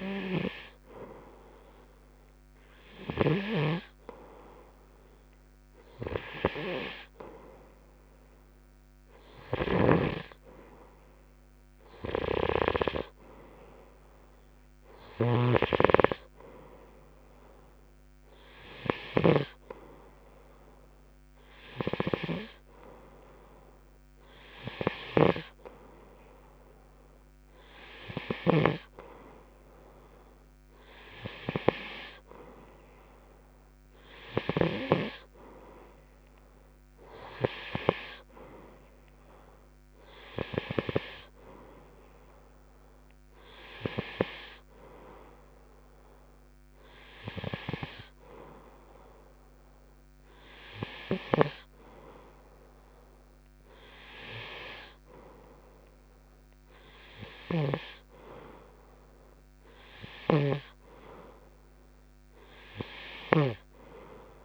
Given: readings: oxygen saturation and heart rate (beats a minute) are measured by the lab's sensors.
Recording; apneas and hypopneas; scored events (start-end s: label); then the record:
breathing in sleep by a microphone on the trachea; none
0.00-5.50 s: oxygen desaturation (device-marked, oxygen 90% lowest, heart rate 64 extreme)
10.00-20.00 s: snoring (device-marked)
From the record:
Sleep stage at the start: N2 (light sleep); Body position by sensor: on the right side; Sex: male